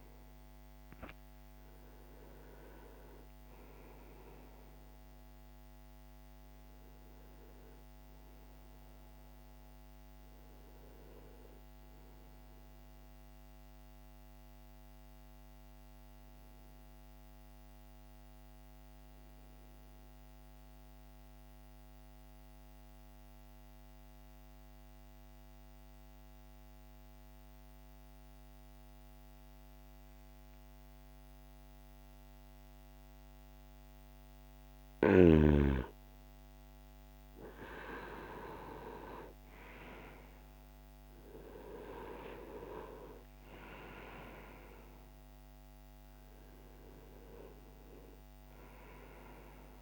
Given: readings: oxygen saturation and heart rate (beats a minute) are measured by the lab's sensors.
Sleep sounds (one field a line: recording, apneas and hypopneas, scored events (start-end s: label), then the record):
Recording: breathing in sleep by a microphone on the trachea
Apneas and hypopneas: 1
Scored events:
0.00-7.50 s: oxygen desaturation (device-marked, oxygen 92% lowest)
12.50-19.50 s: oxygen desaturation (device-marked, oxygen 94% before, 91% lowest)
14.00-33.00 s: obstructive apnea (oxygen 97% before, 88% lowest)
37.50-49.82 s: oxygen desaturation (device-marked, oxygen 99% before, 88% lowest)
39.00-44.00 s: arousal
From the record:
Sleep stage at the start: N2 (light sleep)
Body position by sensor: on the back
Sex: male